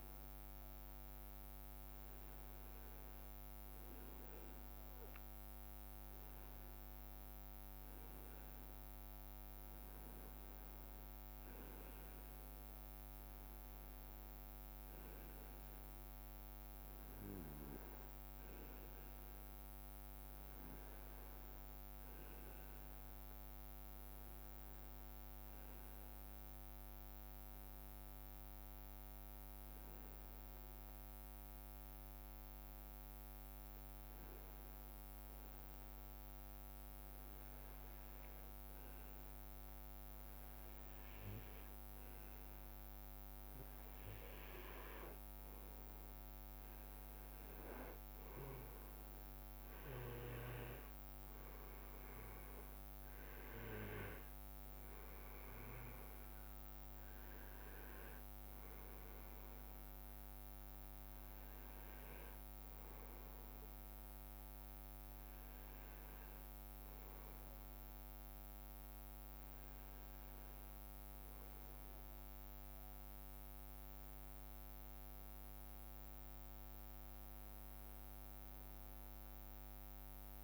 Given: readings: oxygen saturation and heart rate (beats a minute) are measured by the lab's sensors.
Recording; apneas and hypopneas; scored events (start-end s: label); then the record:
breathing in sleep, hard to hear, by a microphone on the trachea; 1
14.50-80.43 s: new sleep stage, REM sleep
22.00-43.50 s: hypopnea (oxygen 97% before, 94% lowest, heart rate 68 before, 62 extreme, up 9 after)
43.50-60.50 s: oxygen desaturation (device-marked, oxygen 97% before, 94% lowest, heart rate 67 before, 63 extreme)
45.50-50.50 s: arousal
49.50-54.50 s: leg movement (device-marked)
From the record:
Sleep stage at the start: N2 (light sleep); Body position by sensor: on the right side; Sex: male